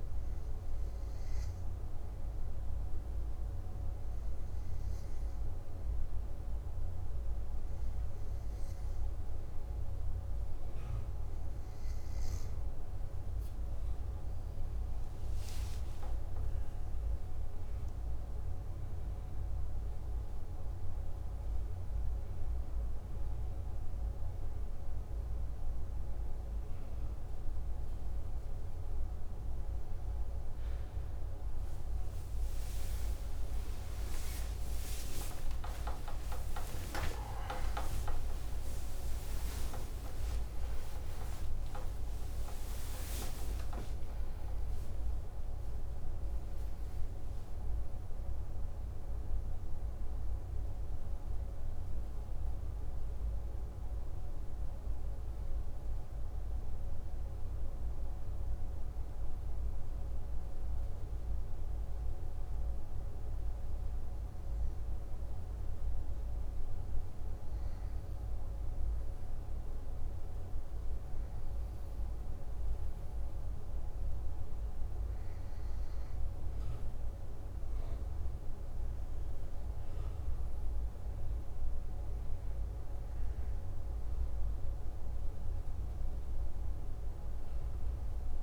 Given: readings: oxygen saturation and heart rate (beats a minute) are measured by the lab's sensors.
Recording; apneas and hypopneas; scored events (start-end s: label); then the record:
a person partly awake in a sleep study, hard to hear, by a room microphone; 1
21.00-51.00 s: new sleep stage, awake
42.50-44.50 s: long interval between heartbeats (device-marked, heart rate 65 before, 81 extreme)
51.00-81.00 s: new sleep stage, N1 (lightest sleep)
52.50-69.00 s: hypopnea (oxygen 96% before, 94% lowest, heart rate 77 before, 51 extreme, up 4 after)
69.50-73.50 s: arousal
73.00-88.43 s: oxygen desaturation (device-marked, oxygen 98% before, 94% lowest, heart rate 60 before, 50 extreme)
81.00-88.43 s: new sleep stage, N2 (light sleep)
From the record:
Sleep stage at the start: N2 (light sleep); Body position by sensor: on the back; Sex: male